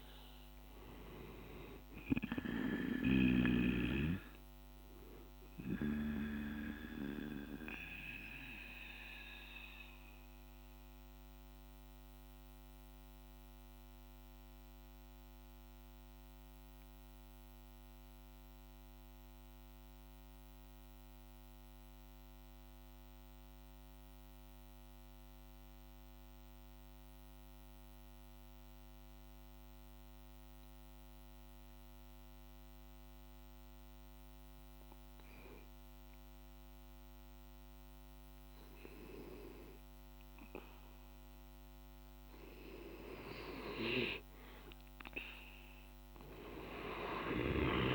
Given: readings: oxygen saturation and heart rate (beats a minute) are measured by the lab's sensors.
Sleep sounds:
breathing in sleep by a microphone on the trachea; 1
0.00-14.50 s: oxygen desaturation (device-marked, oxygen 89% lowest, heart rate 47 extreme)
5.00-39.00 s: mixed apnea (oxygen 97% before, 89% lowest, heart rate 54 before, 47 extreme, up 4 after)
34.50-47.95 s: oxygen desaturation (device-marked, oxygen 99% before, 89% lowest, heart rate 48 before, 49 extreme)
46.50-47.95 s: snoring (device-marked)
From the record:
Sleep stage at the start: N2 (light sleep); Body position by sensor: on the back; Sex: male

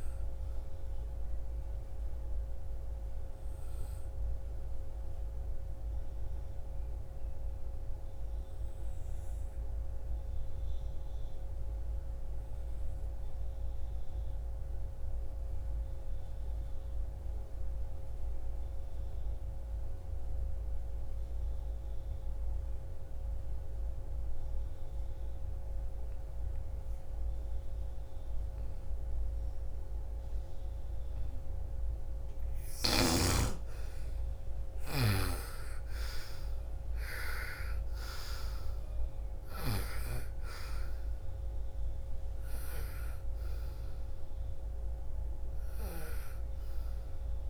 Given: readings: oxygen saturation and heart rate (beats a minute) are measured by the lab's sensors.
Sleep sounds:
breathing in sleep by a room microphone; 1
0.00-15.00 s: oxygen desaturation (device-marked, oxygen 83% lowest, heart rate 47 extreme)
5.00-30.50 s: obstructive apnea (oxygen 99% before, 81% lowest, heart rate 64 before, 47 extreme, up 15 after)
28.00-47.50 s: oxygen desaturation (device-marked, oxygen 99% before, 82% lowest, heart rate 54 before, 57 extreme)
32.50-37.00 s: arousal
From the record:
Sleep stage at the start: N2 (light sleep); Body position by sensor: on the right side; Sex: female

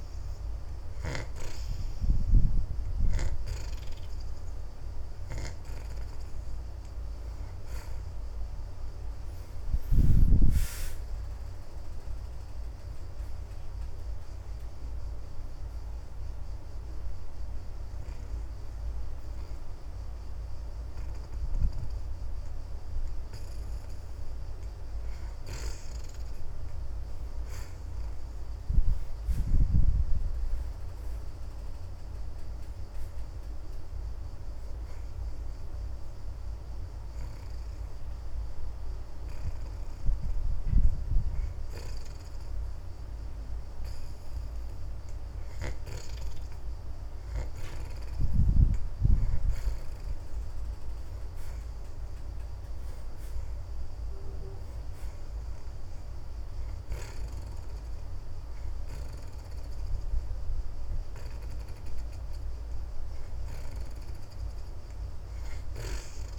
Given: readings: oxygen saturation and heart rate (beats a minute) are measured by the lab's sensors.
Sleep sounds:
breathing in sleep by a room microphone; 2
0.00-40.00 s: oxygen desaturation (device-marked, oxygen 63% lowest)
15.50-25.50 s: obstructive apnea (oxygen 75% before, 61% lowest)
28.00-32.00 s: arousal
36.00-46.00 s: hypopnea (oxygen 68% before, 61% lowest)
42.00-57.00 s: oxygen desaturation (device-marked, oxygen 75% before, 61% lowest)
49.50-53.50 s: arousal
62.00-66.39 s: oxygen desaturation (device-marked, oxygen 74% before, 62% lowest)
From the record:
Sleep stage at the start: N2 (light sleep); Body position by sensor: on the back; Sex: female

